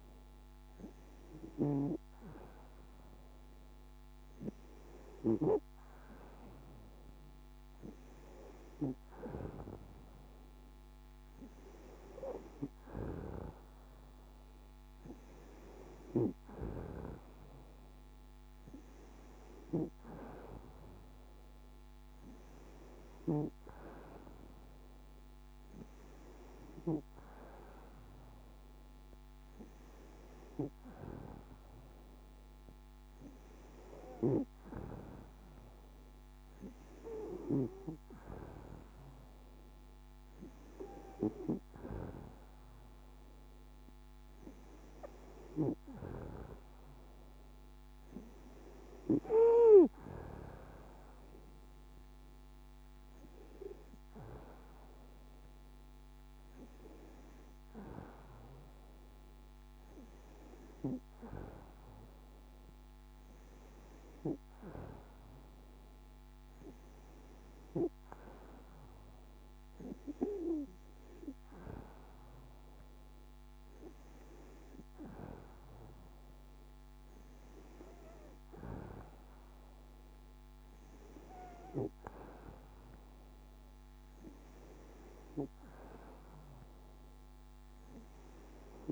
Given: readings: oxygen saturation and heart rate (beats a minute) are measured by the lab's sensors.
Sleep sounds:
breathing in sleep by a microphone on the trachea; none
none scored
From the record:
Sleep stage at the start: N2 (light sleep); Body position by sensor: on the back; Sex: female

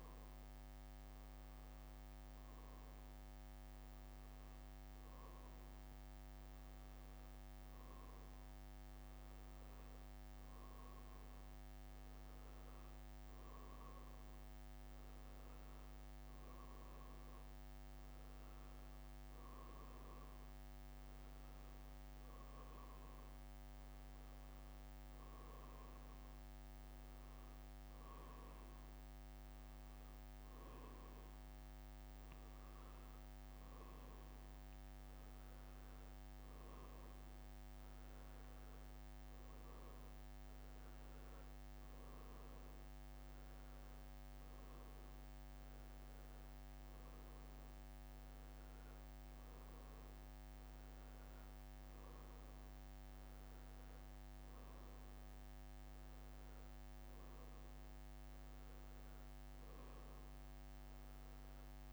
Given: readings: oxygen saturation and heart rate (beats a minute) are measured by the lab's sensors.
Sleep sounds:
a person awake in a sleep study, hard to hear, by a microphone on the trachea; none
60.00-61.93 s: new sleep stage, N1 (lightest sleep)
From the record:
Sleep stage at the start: awake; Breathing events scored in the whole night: 244 in 3.6 hours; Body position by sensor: on the back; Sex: male

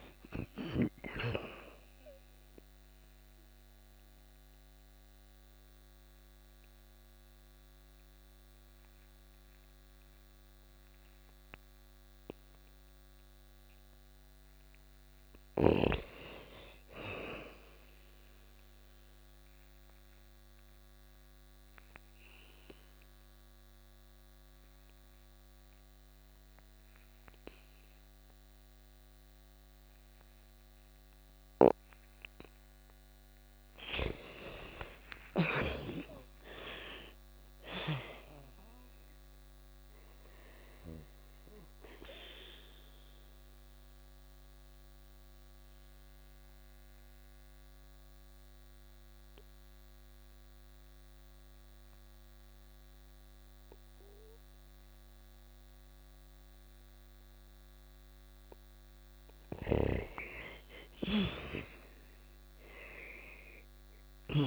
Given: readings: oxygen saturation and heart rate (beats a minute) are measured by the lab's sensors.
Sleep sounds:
breathing in sleep by a microphone on the trachea; 3
0.00-12.50 s: oxygen desaturation (device-marked, oxygen 75% lowest, heart rate 88 extreme)
1.50-13.50 s: mixed apnea (oxygen 89% before, 77% lowest, heart rate 92 before, 92 extreme, up 1 after)
14.00-16.50 s: arousal
14.50-30.50 s: oxygen desaturation (device-marked, oxygen 99% before, 87% lowest, heart rate 97 before, 91 extreme)
18.50-31.50 s: obstructive apnea (oxygen 99% before, 82% lowest, heart rate 98 before, 91 extreme, up 14 after)
32.50-50.50 s: oxygen desaturation (device-marked, oxygen 97% before, 82% lowest, heart rate 95 before, 90 extreme)
33.00-37.00 s: arousal
40.50-57.00 s: mixed apnea (oxygen 99% before, 79% lowest, heart rate 98 before, 89 extreme, up 4 after)
58.50-63.50 s: snoring (device-marked)
59.00-62.00 s: arousal
61.50-64.47 s: oxygen desaturation (device-marked, oxygen 99% before, 87% lowest, heart rate 92 before, 88 extreme)
From the record:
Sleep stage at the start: N2 (light sleep); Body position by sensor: on the back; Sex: female

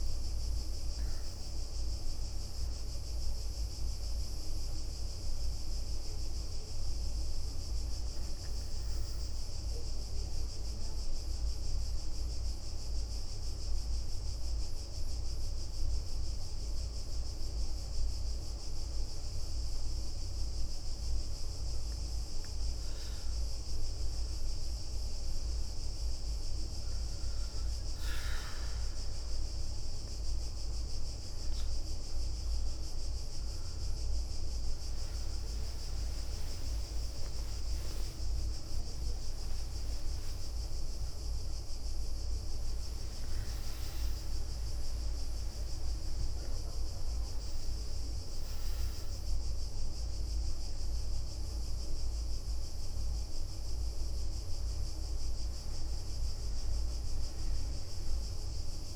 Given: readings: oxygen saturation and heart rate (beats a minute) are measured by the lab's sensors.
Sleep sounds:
a person awake in a sleep study, hard to hear, by a room microphone; 1
0.00-1.50 s: leg movement (device-marked)
0.00-18.50 s: oxygen desaturation (device-marked, oxygen 93% lowest, heart rate 64 extreme)
11.50-22.00 s: central apnea (oxygen 97% before, 93% lowest, heart rate 73 before, 64 extreme, up 4 after)
12.00-17.50 s: leg movement (device-marked)
24.50-54.50 s: new sleep stage, awake
34.00-38.00 s: leg movement (device-marked)
35.50-46.50 s: tachycardia (device-marked, heart rate 68 before, 150 extreme)
37.00-39.00 s: long interval between heartbeats (device-marked, heart rate 66 before, 80 extreme)
38.00-40.50 s: leg movement (device-marked)
39.50-41.50 s: long interval between heartbeats (device-marked, heart rate 70 before, 129 extreme)
42.00-44.00 s: long interval between heartbeats (device-marked, heart rate 77 before, 144 extreme)
45.00-47.00 s: long interval between heartbeats (device-marked, heart rate 89 before, 134 extreme)
54.50-58.96 s: new sleep stage, N2 (light sleep)
From the record:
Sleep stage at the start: N2 (light sleep); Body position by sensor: on the back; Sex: female

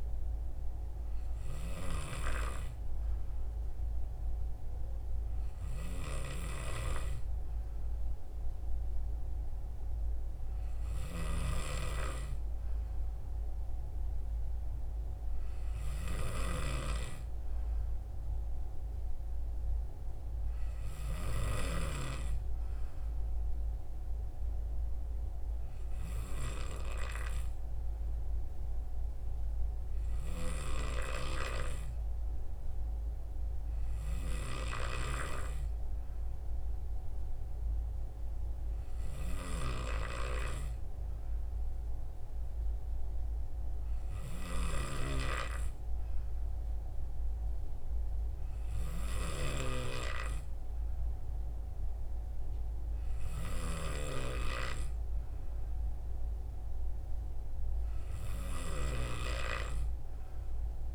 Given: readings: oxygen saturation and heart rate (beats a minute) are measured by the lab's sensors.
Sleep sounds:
breathing in sleep by a room microphone; none
21.50-60.94 s: new sleep stage, N3 (deep sleep)
From the record:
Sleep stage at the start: N2 (light sleep); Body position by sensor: on the right side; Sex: male

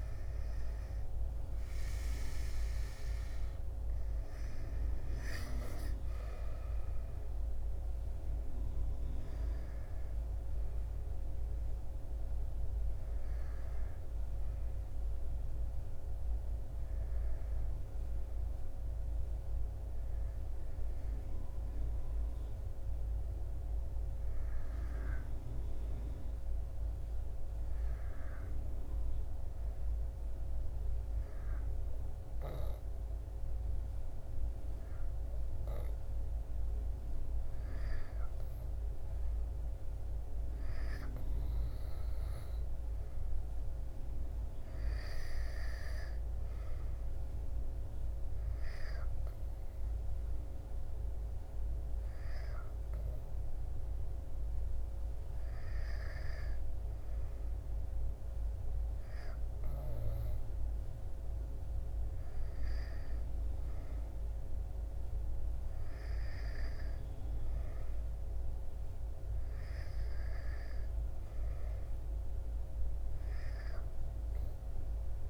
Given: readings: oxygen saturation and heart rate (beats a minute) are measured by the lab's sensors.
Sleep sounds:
breathing in sleep, hard to hear, by a room microphone; 1
26.50-37.50 s: hypopnea (oxygen 95% before, 90% lowest, heart rate 72 before, 69 extreme, up 2 after)
39.00-61.00 s: oxygen desaturation (device-marked, oxygen 95% before, 90% lowest, heart rate 71 before, 69 extreme)
39.50-42.00 s: arousal
From the record:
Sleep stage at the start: N2 (light sleep); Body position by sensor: on the back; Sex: male

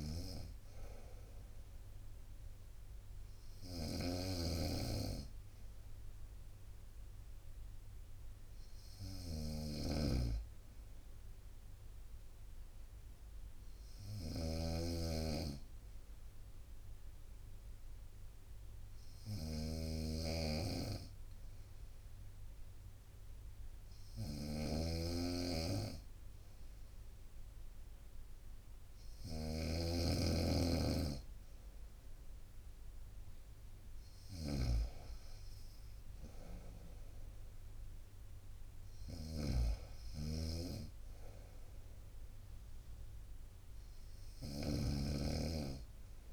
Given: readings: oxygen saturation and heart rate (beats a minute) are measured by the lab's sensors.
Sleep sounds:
breathing in sleep by a room microphone; 1
0.00-46.33 s: snoring (device-marked)
3.50-11.50 s: bradycardia (device-marked, heart rate 62 before, 57 extreme)
15.50-30.00 s: obstructive apnea (oxygen 96% before, 94% lowest, heart rate 60 before, 60 extreme, up 2 after)
33.50-37.00 s: arousal
From the record:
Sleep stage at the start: N2 (light sleep); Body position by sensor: on the right side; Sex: female

